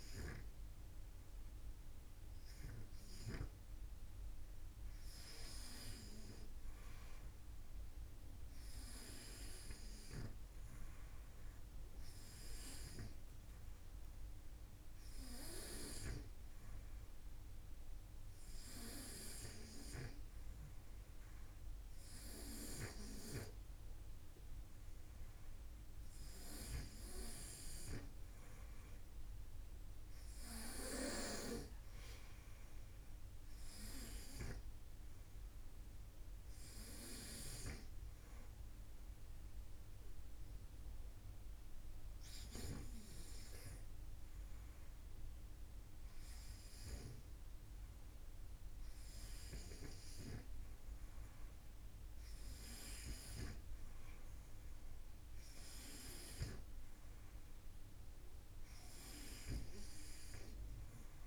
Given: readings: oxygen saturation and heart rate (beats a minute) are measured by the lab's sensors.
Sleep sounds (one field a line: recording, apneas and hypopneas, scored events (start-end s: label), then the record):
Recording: breathing in sleep by a room microphone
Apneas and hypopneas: 1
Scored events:
0.00-10.00 s: oxygen desaturation (device-marked, oxygen 90% lowest, heart rate 49 extreme)
30.50-33.00 s: arousal
35.50-48.50 s: hypopnea (oxygen 93% before, 91% lowest, heart rate 56 before, 53 extreme, up 0 after)
50.00-54.00 s: arousal
From the record:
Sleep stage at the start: REM sleep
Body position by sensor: on the front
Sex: male